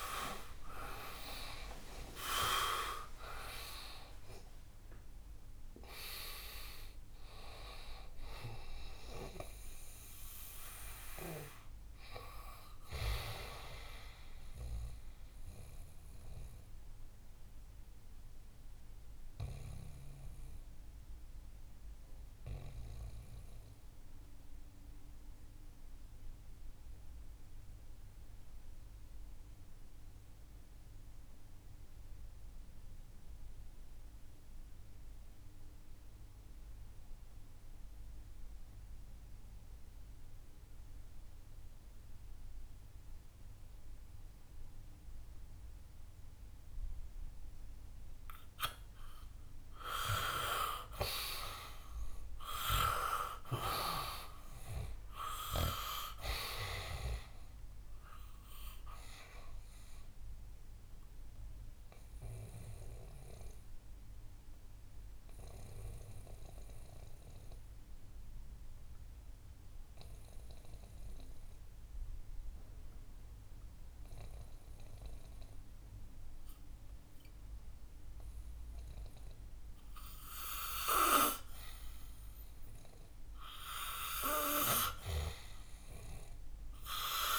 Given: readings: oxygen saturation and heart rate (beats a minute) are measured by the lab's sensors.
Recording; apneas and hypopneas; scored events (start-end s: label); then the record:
breathing in sleep by a room microphone; 2
0.00-3.50 s: arousal
0.00-34.50 s: oxygen desaturation (device-marked, oxygen 77% lowest, heart rate 60 extreme)
14.50-48.50 s: obstructive apnea (oxygen 94% before, 77% lowest, heart rate 76 before, 60 extreme, up 18 after)
50.50-55.00 s: arousal
55.50-79.50 s: oxygen desaturation (device-marked, oxygen 95% before, 80% lowest, heart rate 64 before, 59 extreme)
61.00-79.00 s: obstructive apnea (oxygen 99% before, 80% lowest, heart rate 68 before, 59 extreme, up 4 after)
81.50-87.00 s: arousal
From the record:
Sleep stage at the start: REM sleep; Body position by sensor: on the back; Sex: male